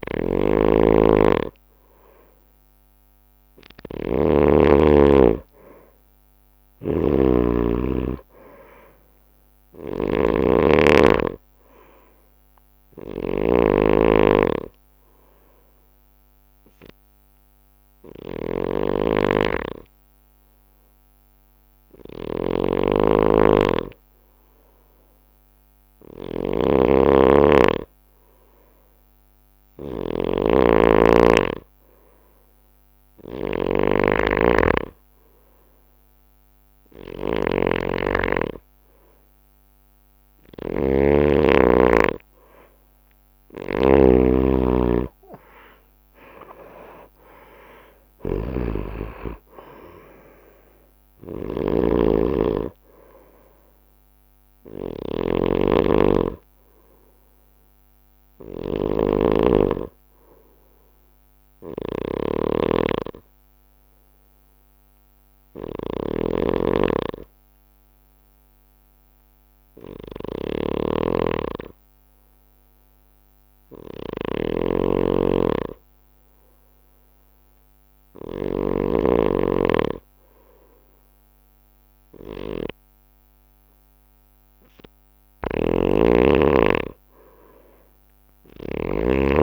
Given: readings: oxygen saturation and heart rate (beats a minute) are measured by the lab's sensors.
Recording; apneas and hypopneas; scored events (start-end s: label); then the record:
breathing in sleep by a microphone on the trachea; 2
0.00-89.43 s: snoring (device-marked)
10.50-14.50 s: arousal
17.00-37.50 s: hypopnea (oxygen 98% before, 92% lowest)
37.50-52.50 s: oxygen desaturation (device-marked, oxygen 97% before, 92% lowest)
46.00-50.50 s: arousal
59.50-71.50 s: oxygen desaturation (device-marked, oxygen 96% before, 92% lowest)
62.50-83.50 s: hypopnea (oxygen 97% before, 92% lowest)
86.00-89.43 s: arousal
From the record:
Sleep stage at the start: N2 (light sleep); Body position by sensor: on the right side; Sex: male